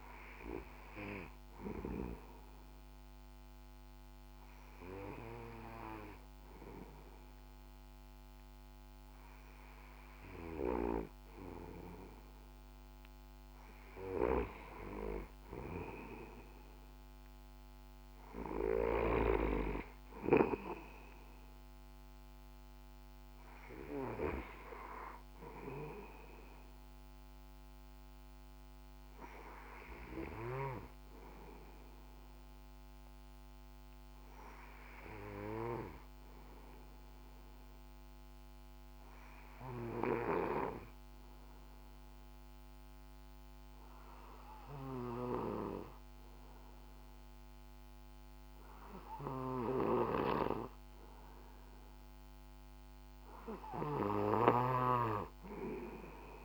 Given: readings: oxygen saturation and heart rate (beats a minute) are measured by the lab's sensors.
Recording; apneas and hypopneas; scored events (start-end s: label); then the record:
breathing in sleep by a microphone on the trachea; 1
32.50-52.00 s: obstructive apnea (oxygen 97% before, 95% lowest, heart rate 62 before, 60 extreme, up 4 after)
49.00-56.45 s: snoring (device-marked)
From the record:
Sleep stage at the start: N2 (light sleep); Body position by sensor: on the back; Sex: male